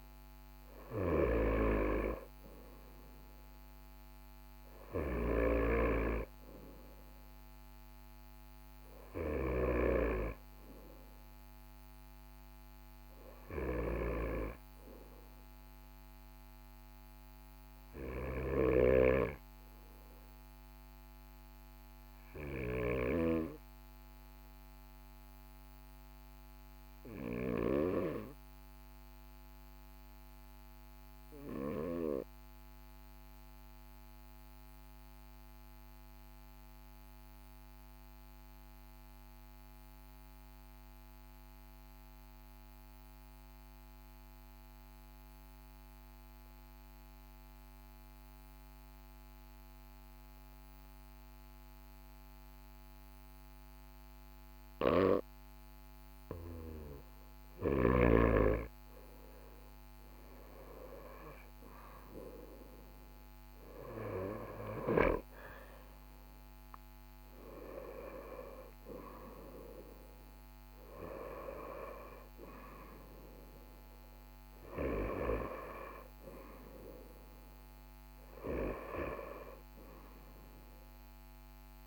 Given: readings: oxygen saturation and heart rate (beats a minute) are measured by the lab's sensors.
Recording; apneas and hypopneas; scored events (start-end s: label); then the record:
breathing in sleep by a microphone on the trachea; 1
30.50-56.00 s: obstructive apnea (oxygen 99% before, 94% lowest, heart rate 42 before, 41 extreme, up 3 after)
58.50-63.50 s: arousal
From the record:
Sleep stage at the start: N2 (light sleep); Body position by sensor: on the right side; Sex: male